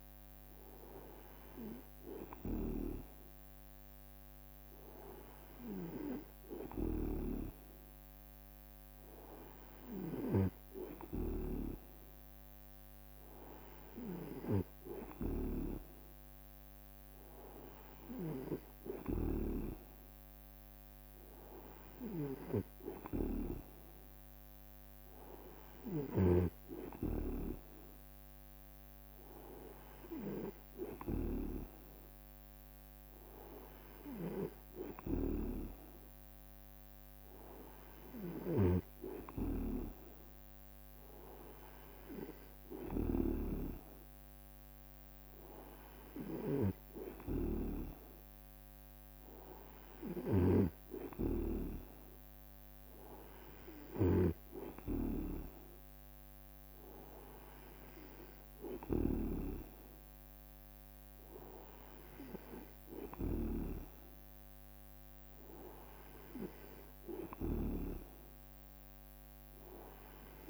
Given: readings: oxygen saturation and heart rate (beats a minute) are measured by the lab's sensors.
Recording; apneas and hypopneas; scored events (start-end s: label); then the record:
breathing in sleep by a microphone on the trachea; none
7.00-9.00 s: leg movement (device-marked)
15.50-20.00 s: snoring (device-marked)
19.50-22.00 s: leg movement (device-marked)
26.50-36.00 s: snoring (device-marked)
51.50-64.00 s: snoring (device-marked)
61.50-63.00 s: leg movement (device-marked)
From the record:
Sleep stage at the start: N2 (light sleep); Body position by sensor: on the right side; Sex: male